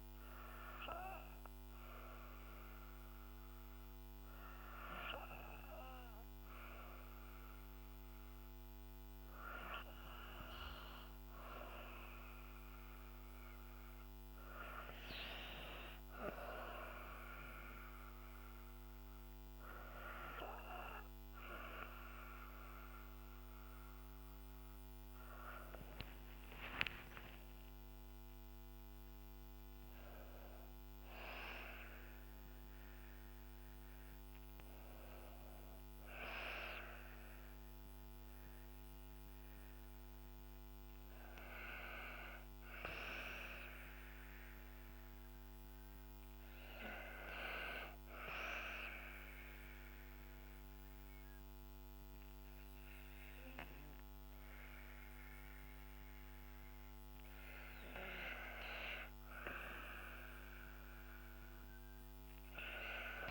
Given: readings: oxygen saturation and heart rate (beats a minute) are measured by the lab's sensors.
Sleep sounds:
breathing in sleep by a microphone on the trachea; 1
13.50-24.50 s: oxygen desaturation (device-marked, oxygen 95% before, 92% lowest, heart rate 64 before, 55 extreme)
25.50-30.00 s: arousal
37.00-57.00 s: hypopnea (oxygen 96% before, 91% lowest, heart rate 65 before, 53 extreme, up 3 after)
59.00-62.00 s: arousal
From the record:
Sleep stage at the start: N2 (light sleep); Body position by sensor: on the back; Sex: female

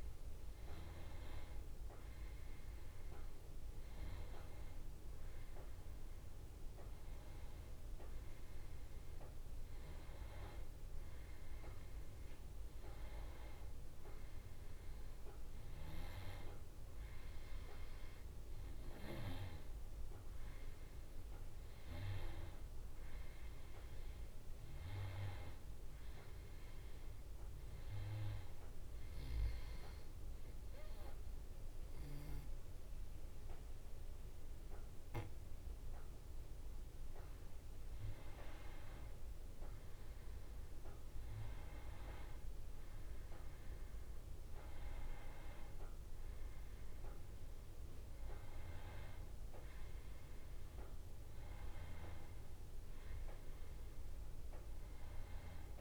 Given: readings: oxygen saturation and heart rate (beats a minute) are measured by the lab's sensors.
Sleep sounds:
breathing in sleep by a room microphone; 1
27.00-39.50 s: hypopnea (oxygen 96% before, 92% lowest, heart rate 73 before, 68 extreme, up 4 after)
41.00-45.00 s: arousal
From the record:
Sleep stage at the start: N2 (light sleep); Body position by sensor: on the back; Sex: male

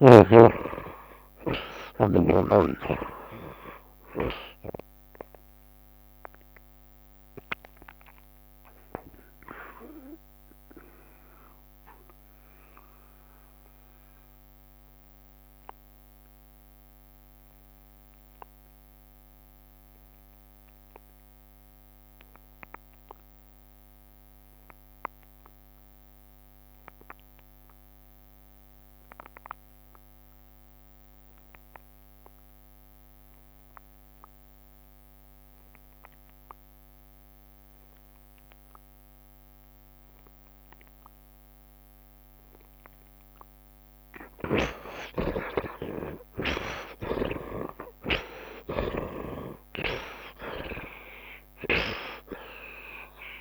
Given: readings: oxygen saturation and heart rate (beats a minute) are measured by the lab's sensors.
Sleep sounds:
breathing in sleep by a microphone on the trachea; 1
0.00-2.00 s: long interval between heartbeats (device-marked, heart rate 110 before, 118 extreme)
0.00-16.50 s: bradycardia (device-marked)
0.00-21.50 s: oxygen desaturation (device-marked, oxygen 52% lowest)
4.50-6.50 s: long interval between heartbeats (device-marked, heart rate 105 before, 48 extreme)
6.50-43.00 s: mixed apnea (oxygen 65% before, 52% lowest)
14.50-16.50 s: long interval between heartbeats (device-marked, heart rate 75 before, 29 extreme)
22.50-24.50 s: long interval between heartbeats (device-marked, heart rate 49 before, 64 extreme)
23.50-30.50 s: bradycardia (device-marked, heart rate 79 before, 47 extreme)
23.50-53.41 s: oxygen desaturation (device-marked, oxygen 85% before, 55% lowest, heart rate 50 before, 41 extreme)
25.00-27.00 s: long interval between heartbeats (device-marked, heart rate 50 before, 64 extreme)
29.50-31.50 s: long interval between heartbeats (device-marked, heart rate 52 before, 48 extreme)
42.50-44.50 s: long interval between heartbeats (device-marked, heart rate 63 before, 69 extreme)
45.00-50.50 s: arousal
48.50-50.50 s: long interval between heartbeats (device-marked, heart rate 67 before, 64 extreme)
51.50-53.41 s: bradycardia (device-marked, heart rate 79 before, 41 extreme)
From the record:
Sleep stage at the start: N2 (light sleep); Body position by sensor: on the right side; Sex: male

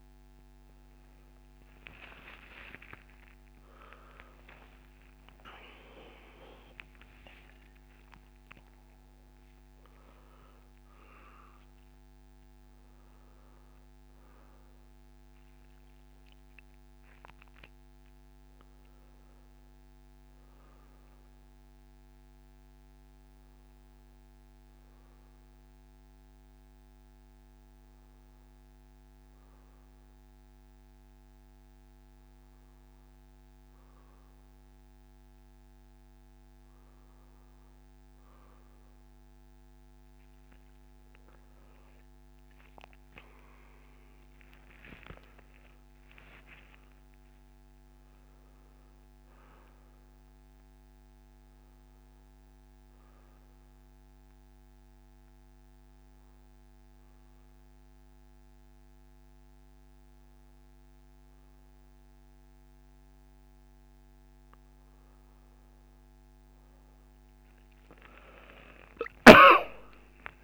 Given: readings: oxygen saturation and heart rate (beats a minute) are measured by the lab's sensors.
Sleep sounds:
a person awake in a sleep study, by a microphone on the trachea; none
21.00-51.00 s: new sleep stage, N1 (lightest sleep)
42.00-45.50 s: arousal
51.00-70.44 s: new sleep stage, awake
From the record:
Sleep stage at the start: awake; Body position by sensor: on the back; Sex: male

